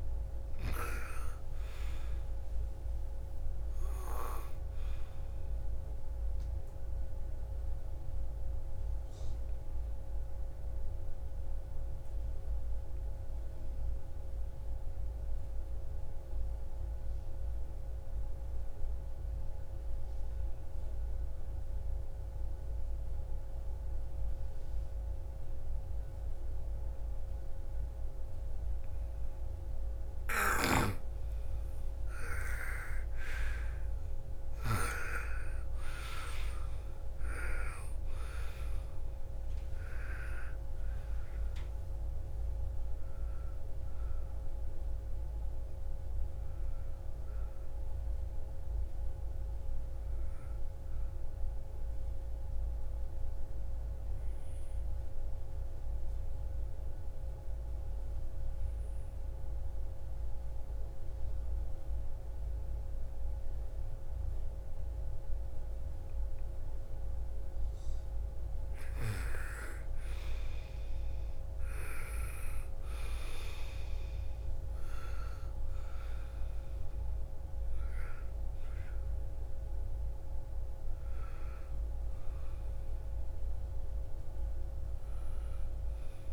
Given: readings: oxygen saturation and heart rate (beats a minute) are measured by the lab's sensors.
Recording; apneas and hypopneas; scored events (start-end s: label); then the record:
breathing in sleep by a room microphone; 2
0.00-15.00 s: oxygen desaturation (device-marked, oxygen 83% lowest, heart rate 47 extreme)
7.50-30.50 s: obstructive apnea (oxygen 98% before, 85% lowest, heart rate 65 before, 47 extreme, up 25 after)
26.00-52.00 s: oxygen desaturation (device-marked, oxygen 99% before, 85% lowest, heart rate 55 before, 47 extreme)
32.00-35.50 s: arousal
55.00-68.50 s: obstructive apnea (oxygen 99% before, 87% lowest, heart rate 68 before, 47 extreme, up 7 after)
70.00-73.50 s: arousal
73.00-86.33 s: oxygen desaturation (device-marked, oxygen 98% before, 90% lowest, heart rate 56 before, 55 extreme)
From the record:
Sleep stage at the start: N2 (light sleep); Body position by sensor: on the front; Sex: female